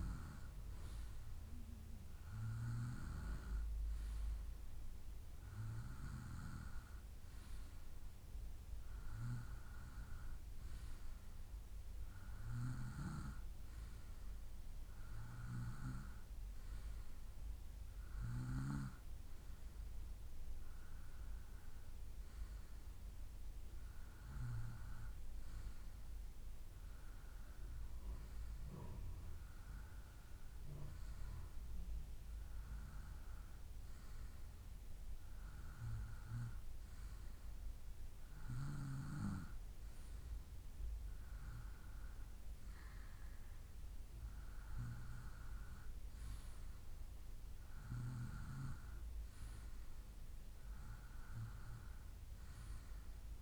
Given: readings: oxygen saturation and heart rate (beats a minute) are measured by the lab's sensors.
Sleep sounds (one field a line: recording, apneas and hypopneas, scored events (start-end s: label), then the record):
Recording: breathing in sleep by a room microphone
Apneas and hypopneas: none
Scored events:
none scored
From the record:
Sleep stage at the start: N2 (light sleep)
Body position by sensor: on the right side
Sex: male